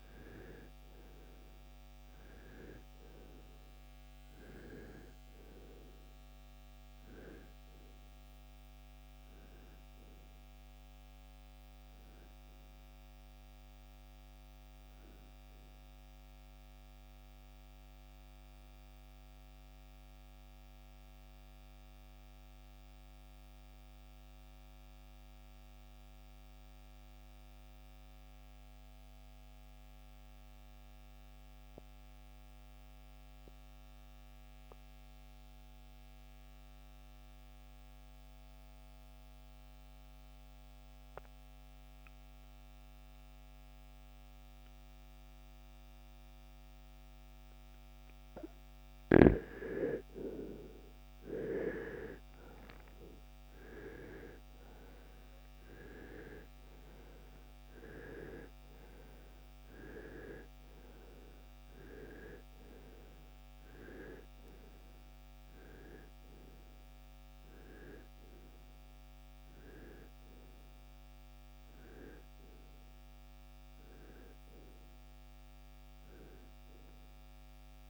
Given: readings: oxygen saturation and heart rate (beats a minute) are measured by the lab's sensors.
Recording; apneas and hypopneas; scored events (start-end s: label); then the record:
breathing in sleep by a microphone on the trachea; 1
0.00-36.00 s: oxygen desaturation (device-marked, oxygen 82% lowest, heart rate 48 extreme)
18.00-48.00 s: mixed apnea (oxygen 97% before, 82% lowest, heart rate 72 before, 48 extreme, up 14 after)
49.00-53.00 s: arousal
58.00-77.90 s: new sleep stage, REM sleep
From the record:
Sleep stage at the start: N2 (light sleep); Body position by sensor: on the right side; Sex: male